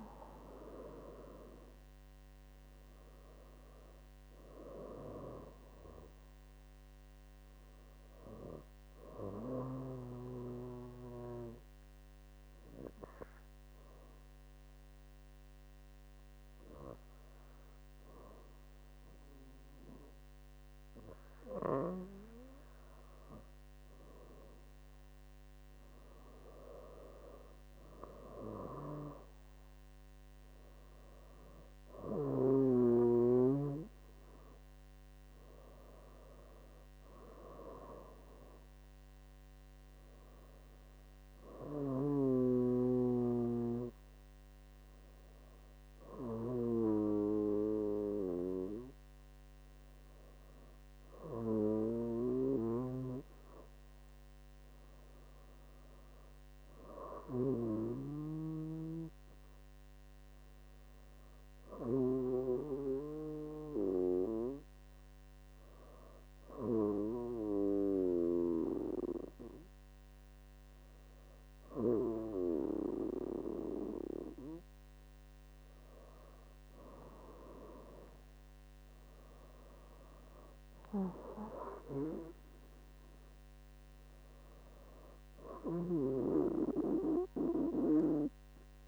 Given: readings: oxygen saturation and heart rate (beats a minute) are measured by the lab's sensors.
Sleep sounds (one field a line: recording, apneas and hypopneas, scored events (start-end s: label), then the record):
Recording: breathing in sleep by a microphone on the trachea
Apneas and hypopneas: 3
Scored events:
0.50-18.50 s: oxygen desaturation (device-marked, oxygen 97% before, 94% lowest, heart rate 70 before, 67 extreme)
10.50-23.00 s: obstructive apnea (oxygen 97% before, 94% lowest, heart rate 71 before, 68 extreme, up 6 after)
25.00-28.50 s: arousal
41.50-52.50 s: hypopnea (oxygen 97% before, 94% lowest, heart rate 71 before, 69 extreme, up 5 after)
54.00-57.00 s: arousal
62.50-76.50 s: hypopnea (oxygen 96% before, 94% lowest, heart rate 71 before, 69 extreme, up 7 after)
From the record:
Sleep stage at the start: N2 (light sleep)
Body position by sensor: on the back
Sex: female